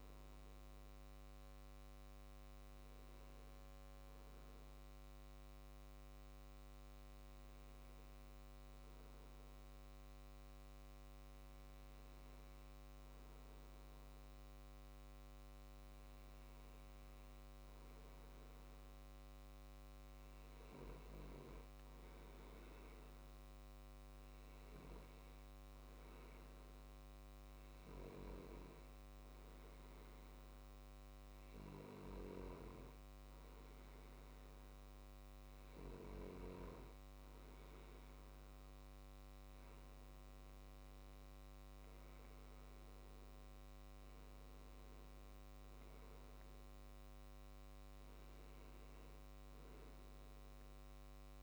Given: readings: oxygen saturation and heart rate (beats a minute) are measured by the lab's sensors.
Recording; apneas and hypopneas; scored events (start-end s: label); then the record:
breathing in sleep by a microphone on the trachea; 1
2.00-28.50 s: hypopnea (oxygen 97% before, 96% lowest, heart rate 68 before, 64 extreme, up 1 after)
30.50-33.50 s: arousal
From the record:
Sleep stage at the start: N2 (light sleep); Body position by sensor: on the left side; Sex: male